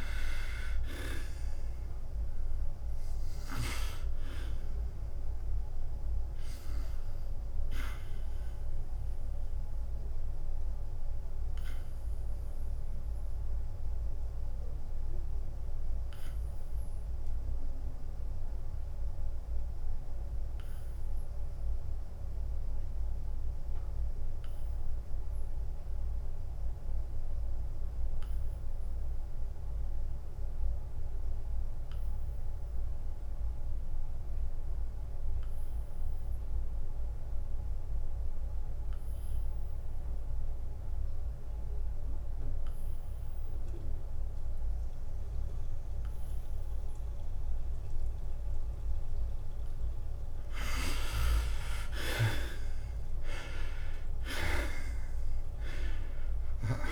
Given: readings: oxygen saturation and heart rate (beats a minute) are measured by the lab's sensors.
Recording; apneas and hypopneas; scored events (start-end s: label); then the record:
breathing in sleep by a room microphone; 1
0.00-5.50 s: oxygen desaturation (device-marked, oxygen 93% lowest, heart rate 82 extreme)
0.00-11.50 s: drop in pulse transit time (device-marked, heart rate 88 extreme)
9.00-50.50 s: obstructive apnea (oxygen 99% before, 69% lowest, heart rate 91 before, 82 extreme, up 12 after)
18.50-31.50 s: oxygen desaturation (device-marked, oxygen 94% before, 75% lowest, heart rate 92 before, 82 extreme)
45.50-56.92 s: oxygen desaturation (device-marked, oxygen 97% before, 92% lowest, heart rate 83 before, 84 extreme)
49.50-56.92 s: drop in pulse transit time (device-marked, heart rate 84 before, 88 extreme)
53.00-56.92 s: arousal
From the record:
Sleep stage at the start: N2 (light sleep); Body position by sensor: on the back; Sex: male